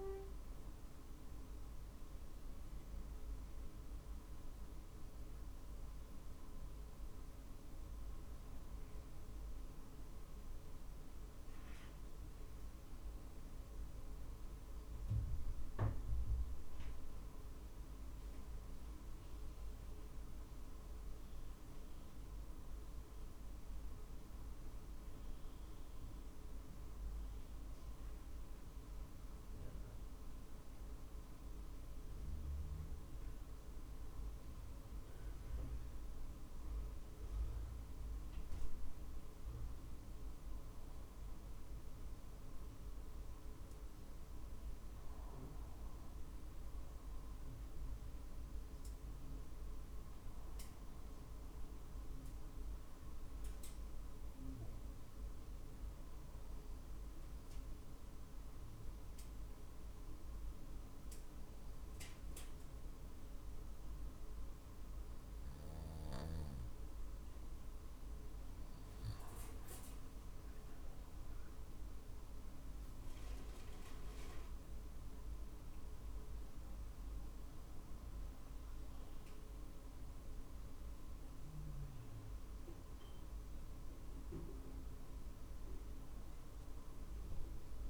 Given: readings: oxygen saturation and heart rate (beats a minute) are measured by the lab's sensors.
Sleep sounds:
breathing in sleep, hard to hear, by a room microphone; 1
1.50-6.00 s: arousal
6.00-26.00 s: oxygen desaturation (device-marked, oxygen 95% before, 89% lowest, heart rate 49 before, 47 extreme)
31.50-66.00 s: obstructive apnea (oxygen 97% before, 92% lowest, heart rate 48 before, 47 extreme, up 4 after)
69.50-74.50 s: arousal
71.00-87.90 s: drop in pulse transit time (device-marked, heart rate 47 before, 49 extreme)
From the record:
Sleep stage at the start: N2 (light sleep); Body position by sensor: on the back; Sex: male

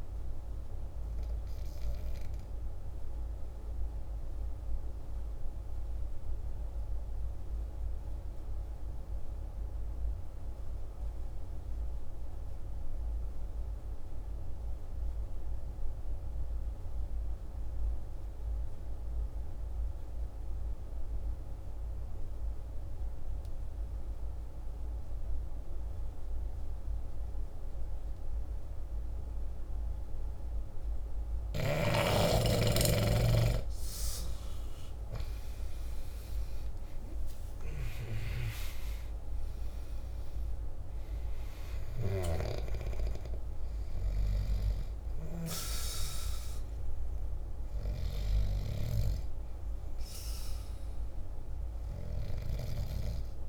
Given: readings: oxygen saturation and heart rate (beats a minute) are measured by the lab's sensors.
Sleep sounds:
breathing in sleep by a room microphone; 1
0.00-9.00 s: oxygen desaturation (device-marked, oxygen 84% lowest, heart rate 48 extreme)
3.00-31.00 s: obstructive apnea (oxygen 96% before, 84% lowest, heart rate 57 before, 48 extreme, up 11 after)
27.00-53.49 s: oxygen desaturation (device-marked, oxygen 99% before, 84% lowest, heart rate 49 before, 48 extreme)
33.00-37.50 s: arousal
From the record:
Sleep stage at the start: N2 (light sleep); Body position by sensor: on the back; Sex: male

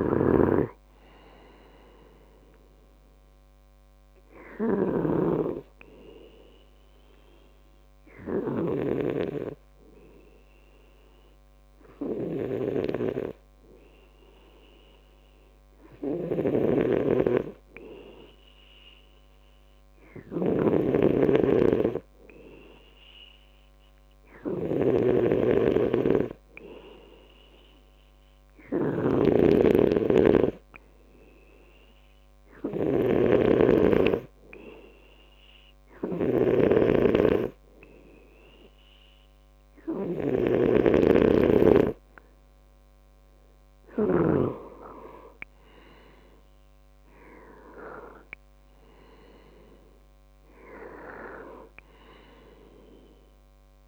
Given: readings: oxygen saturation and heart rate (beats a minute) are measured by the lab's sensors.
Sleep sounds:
breathing in sleep by a microphone on the trachea; 1
0.00-9.00 s: snoring (device-marked)
7.50-17.50 s: hypopnea (oxygen 97% before, 93% lowest, heart rate 71 before, 65 extreme, up 4 after)
16.00-44.50 s: snoring (device-marked)
20.00-23.50 s: arousal
From the record:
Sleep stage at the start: N2 (light sleep); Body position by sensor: on the back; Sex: male

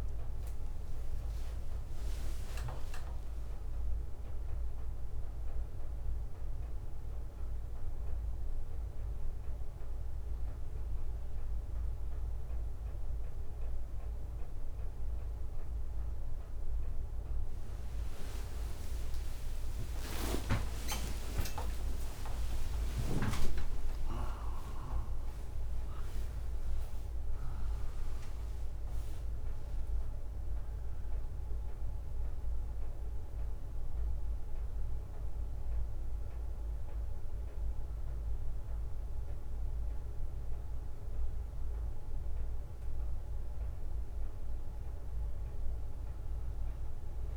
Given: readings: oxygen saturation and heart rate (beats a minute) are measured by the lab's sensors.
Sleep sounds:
a person awake in a sleep study, by a room microphone; none
17.50-22.50 s: tachycardia (device-marked, heart rate 67 before, 107 extreme)
18.50-20.50 s: long interval between heartbeats (device-marked, heart rate 75 before, 80 extreme)
21.00-23.00 s: long interval between heartbeats (device-marked, heart rate 76 before, 106 extreme)
27.50-39.50 s: drop in pulse transit time (device-marked, heart rate 84 before, 74 extreme)
From the record:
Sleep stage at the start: awake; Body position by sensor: on the right side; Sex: male

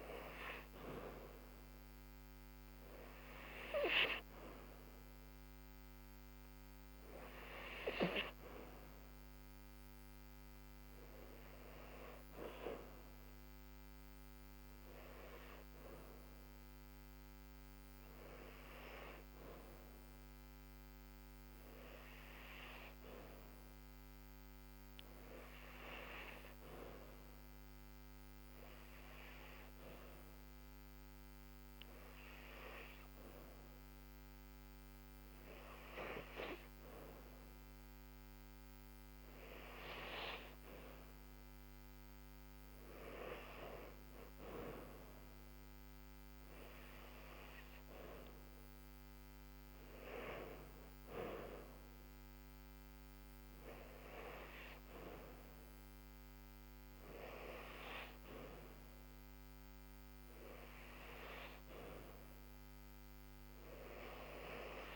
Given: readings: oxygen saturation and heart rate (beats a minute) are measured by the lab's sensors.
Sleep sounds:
breathing in sleep by a microphone on the trachea; 1
11.50-14.50 s: arousal
16.50-34.50 s: hypopnea (oxygen 96% before, 94% lowest, heart rate 71 before, 67 extreme, up 0 after)
37.00-40.00 s: arousal
From the record:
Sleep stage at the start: N2 (light sleep); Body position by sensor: on the back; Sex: female

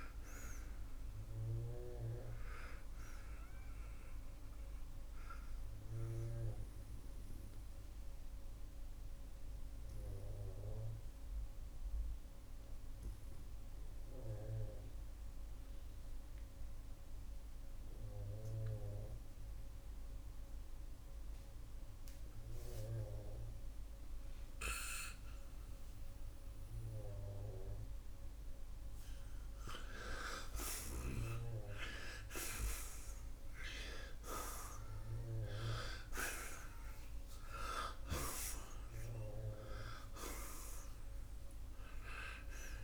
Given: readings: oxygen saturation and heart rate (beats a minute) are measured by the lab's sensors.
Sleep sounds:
breathing in sleep by a room microphone; 1
7.00-28.50 s: obstructive apnea (oxygen 95% before, 85% lowest, heart rate 107 before, 69 extreme, up 22 after)
13.50-35.50 s: oxygen desaturation (device-marked, oxygen 93% before, 85% lowest, heart rate 92 before, 59 extreme)
31.50-37.00 s: arousal
From the record:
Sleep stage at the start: N2 (light sleep); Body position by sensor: on the right side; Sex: male

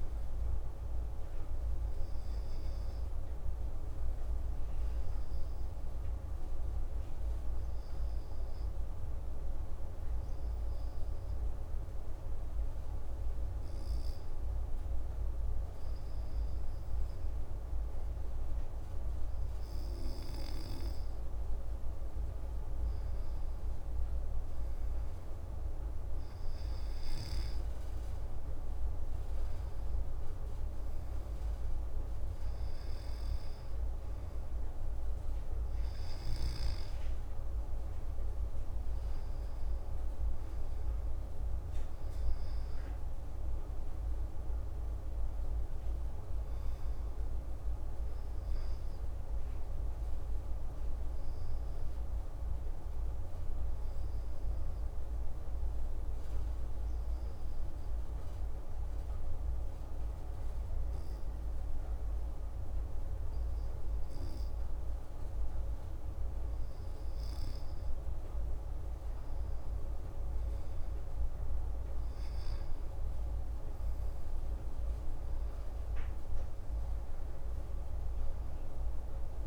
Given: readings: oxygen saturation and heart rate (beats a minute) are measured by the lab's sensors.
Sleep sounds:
breathing in sleep, hard to hear, by a room microphone; 2
0.50-20.50 s: obstructive apnea (oxygen 97% before, 94% lowest)
23.50-28.00 s: arousal
53.00-66.00 s: obstructive apnea (oxygen 97% before, 94% lowest)
73.50-79.47 s: arousal
From the record:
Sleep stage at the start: N2 (light sleep); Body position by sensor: on the back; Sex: male

